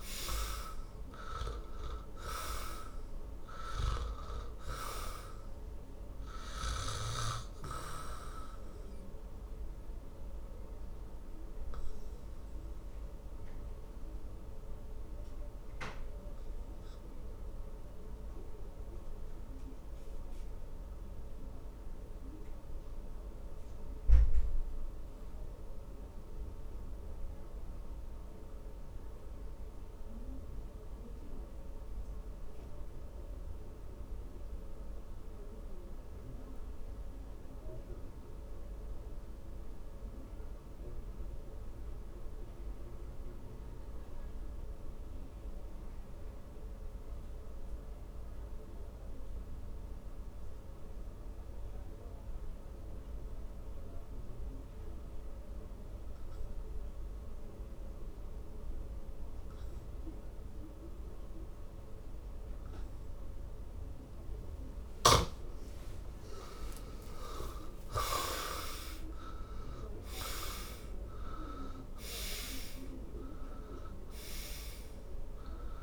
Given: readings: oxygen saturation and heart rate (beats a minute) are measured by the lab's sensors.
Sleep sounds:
breathing in sleep by a room microphone; 1
0.00-40.50 s: oxygen desaturation (device-marked, oxygen 76% lowest, heart rate 50 extreme)
8.50-66.00 s: obstructive apnea (oxygen 98% before, 70% lowest, heart rate 64 before, 50 extreme, up 24 after)
67.00-70.50 s: arousal
From the record:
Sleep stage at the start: N2 (light sleep); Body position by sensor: on the back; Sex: male

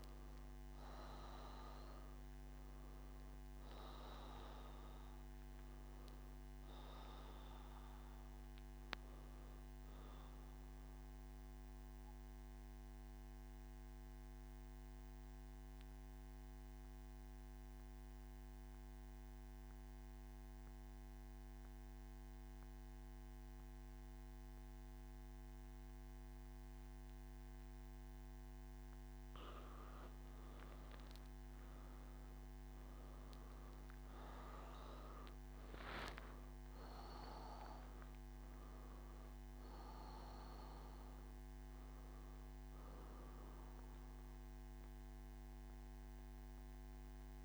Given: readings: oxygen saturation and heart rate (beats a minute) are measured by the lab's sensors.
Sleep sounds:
breathing in sleep by a microphone on the trachea; none
0.00-18.50 s: oxygen desaturation (device-marked, oxygen 94% lowest, heart rate 111 extreme)
43.50-47.45 s: oxygen desaturation (device-marked, oxygen 98% before, 93% lowest, heart rate 124 before, 107 extreme)
From the record:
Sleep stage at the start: N1 (lightest sleep); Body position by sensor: on the back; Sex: male

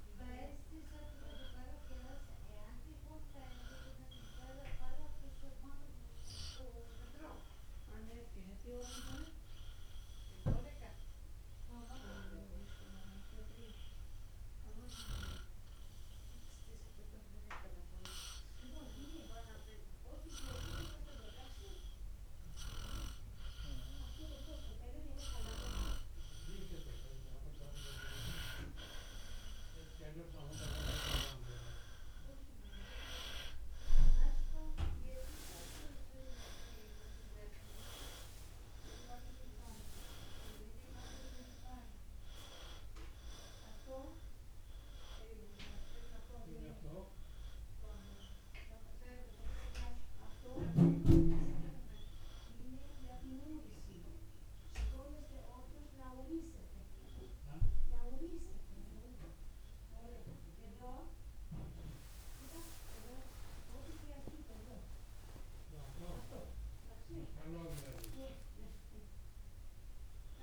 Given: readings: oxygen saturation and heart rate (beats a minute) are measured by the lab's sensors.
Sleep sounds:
breathing in sleep by a room microphone; 2
0.00-14.50 s: oxygen desaturation (device-marked, oxygen 93% lowest, heart rate 56 extreme)
7.50-26.50 s: obstructive apnea (oxygen 97% before, 93% lowest, heart rate 58 before, 57 extreme, up 3 after)
28.50-32.00 s: arousal
38.50-53.50 s: oxygen desaturation (device-marked, oxygen 96% before, 93% lowest, heart rate 59 before, 58 extreme)
51.00-62.00 s: hypopnea (oxygen 96% before, 93% lowest, heart rate 64 before, 58 extreme, up 30 after)
63.50-67.50 s: arousal
From the record:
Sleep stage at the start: N2 (light sleep); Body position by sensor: on the right side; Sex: male

